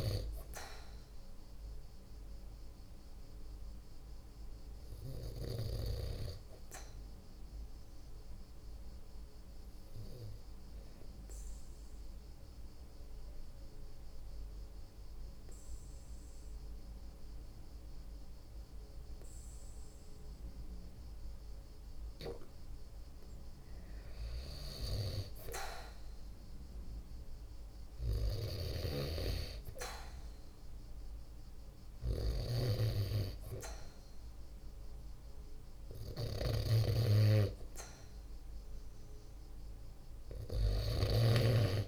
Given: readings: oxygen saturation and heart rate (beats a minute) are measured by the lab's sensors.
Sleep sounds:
breathing in sleep by a room microphone; 1
1.00-5.00 s: arousal
7.50-22.50 s: obstructive apnea (oxygen 96% before, 93% lowest, heart rate 48 before, 47 extreme, up 1 after)
12.50-41.88 s: new sleep stage, REM sleep
25.00-29.50 s: arousal
40.50-41.88 s: snoring (device-marked)
From the record:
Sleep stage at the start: N2 (light sleep); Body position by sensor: on the right side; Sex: male

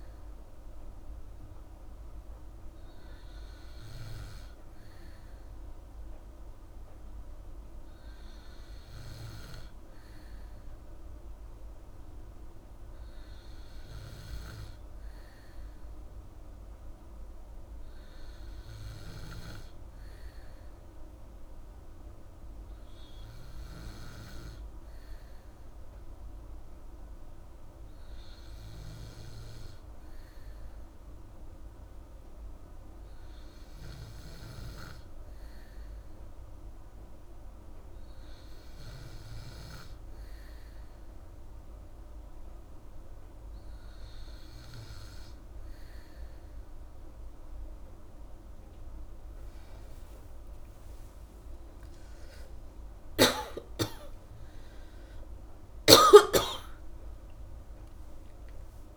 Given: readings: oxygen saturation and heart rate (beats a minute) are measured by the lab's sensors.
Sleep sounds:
breathing in sleep by a room microphone; none
none scored
From the record:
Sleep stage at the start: N2 (light sleep); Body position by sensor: on the back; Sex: female

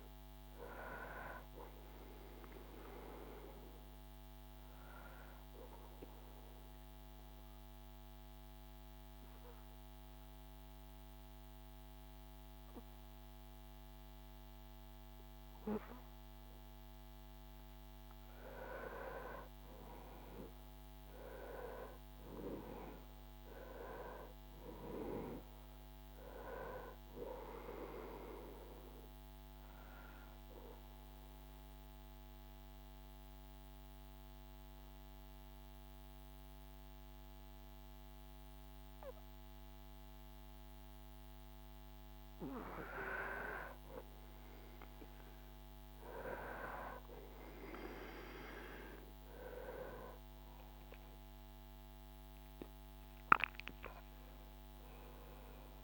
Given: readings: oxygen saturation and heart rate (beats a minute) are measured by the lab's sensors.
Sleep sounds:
breathing in sleep by a microphone on the trachea; 2
3.00-16.50 s: obstructive apnea (oxygen 98% before, 94% lowest, heart rate 75 before, 69 extreme, up 10 after)
18.50-23.00 s: arousal
29.00-41.00 s: obstructive apnea (oxygen 98% before, 94% lowest, heart rate 75 before, 70 extreme, up 8 after)
43.50-49.00 s: arousal
From the record:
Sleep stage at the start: REM sleep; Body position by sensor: on the back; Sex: male

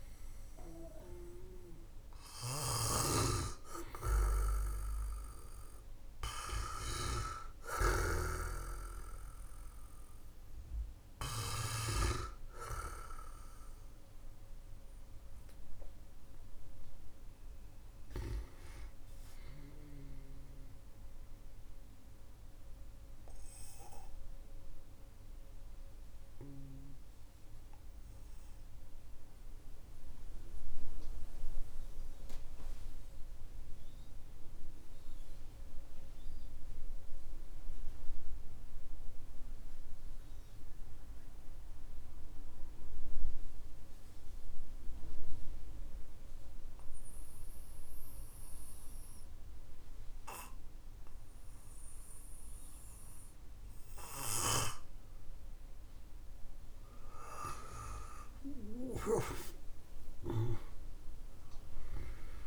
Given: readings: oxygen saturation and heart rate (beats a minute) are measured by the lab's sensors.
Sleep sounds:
breathing in sleep by a room microphone; 1
0.00-1.50 s: arousal
0.00-11.50 s: snoring (device-marked)
8.00-39.00 s: oxygen desaturation (device-marked, oxygen 98% before, 95% lowest, heart rate 57 before, 46 extreme)
22.00-56.50 s: mixed apnea (oxygen 99% before, 93% lowest, heart rate 51 before, 46 extreme, up 16 after)
57.50-62.47 s: arousal
58.50-62.47 s: snoring (device-marked)
From the record:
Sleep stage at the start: N2 (light sleep); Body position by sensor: on the back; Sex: male

